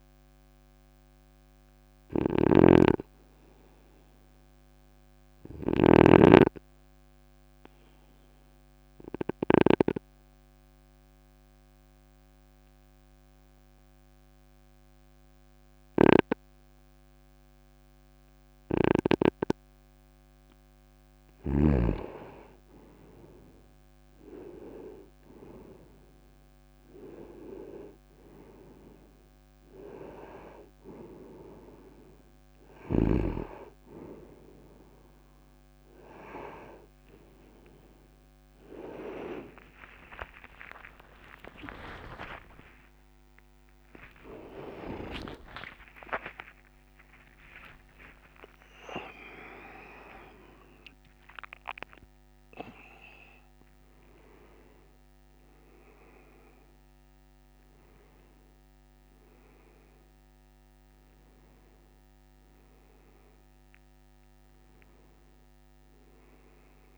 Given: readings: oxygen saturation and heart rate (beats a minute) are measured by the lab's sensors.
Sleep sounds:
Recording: a person partly awake in a sleep study, by a microphone on the trachea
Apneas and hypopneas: 1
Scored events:
0.00-6.00 s: snoring (device-marked)
5.00-19.00 s: obstructive apnea (oxygen 98% before, 94% lowest, heart rate 49 before, 51 extreme, up 4 after)
15.50-19.00 s: snoring (device-marked)
44.00-66.98 s: new sleep stage, awake
From the record:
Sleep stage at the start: N2 (light sleep)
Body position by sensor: on the right side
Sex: male

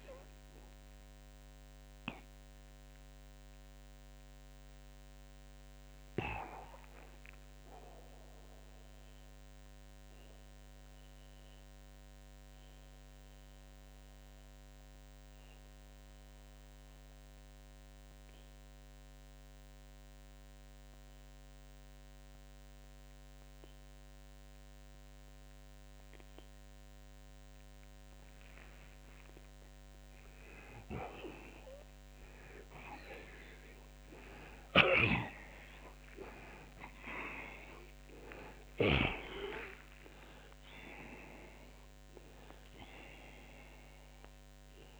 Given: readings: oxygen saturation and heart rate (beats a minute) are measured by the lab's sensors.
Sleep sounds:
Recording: breathing in sleep by a microphone on the trachea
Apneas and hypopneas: 1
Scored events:
6.50-36.50 s: oxygen desaturation (device-marked, oxygen 90% before, 80% lowest)
10.00-29.50 s: mixed apnea (oxygen 94% before, 80% lowest)
34.50-39.00 s: snoring (device-marked)
37.00-41.50 s: arousal
43.50-44.99 s: oxygen desaturation (device-marked, oxygen 94% before, 81% lowest)
From the record:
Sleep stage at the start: N2 (light sleep)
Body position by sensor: on the back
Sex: male

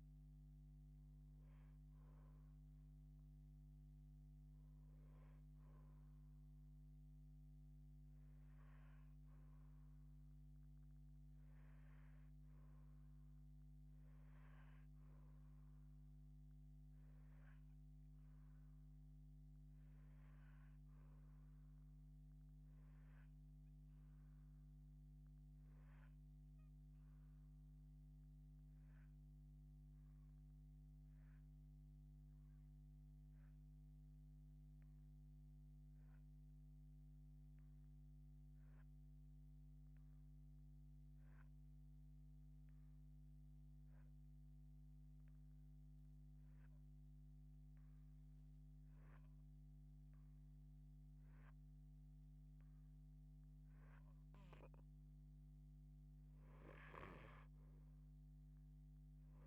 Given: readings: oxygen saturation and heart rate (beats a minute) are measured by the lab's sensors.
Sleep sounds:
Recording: breathing in sleep, hard to hear, by a microphone on the trachea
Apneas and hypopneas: 1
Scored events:
0.00-20.50 s: oxygen desaturation (device-marked, oxygen 70% lowest, heart rate 60 extreme)
26.50-55.00 s: hypopnea (oxygen 96% before, 79% lowest)
34.50-59.47 s: oxygen desaturation (device-marked, oxygen 95% before, 79% lowest)
56.00-59.47 s: snoring (device-marked)
57.00-59.47 s: arousal
From the record:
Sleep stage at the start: REM sleep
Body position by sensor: on the left side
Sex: female

